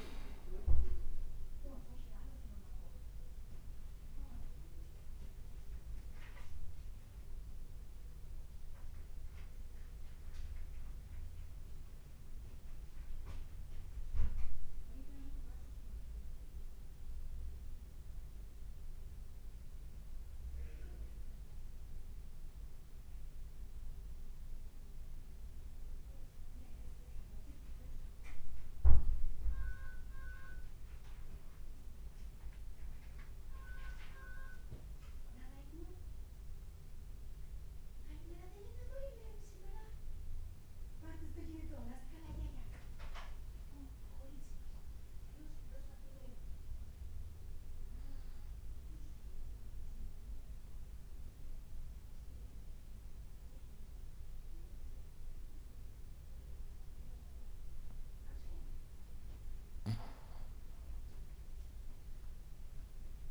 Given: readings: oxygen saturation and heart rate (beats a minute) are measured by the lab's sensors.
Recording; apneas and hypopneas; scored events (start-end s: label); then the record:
breathing in sleep by a room microphone; 1
0.00-1.00 s: leg movement (device-marked)
17.50-28.50 s: oxygen desaturation (device-marked, oxygen 94% before, 91% lowest, heart rate 58 before, 53 extreme)
31.50-35.50 s: arousal
40.50-58.50 s: obstructive apnea (oxygen 99% before, 92% lowest, heart rate 53 before, 51 extreme, up 3 after)
41.50-43.50 s: leg movement (device-marked)
61.00-63.31 s: arousal
61.50-63.31 s: oxygen desaturation (device-marked, oxygen 97% before, 93% lowest, heart rate 52 before, 53 extreme)
From the record:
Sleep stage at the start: N2 (light sleep); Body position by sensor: on the back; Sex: male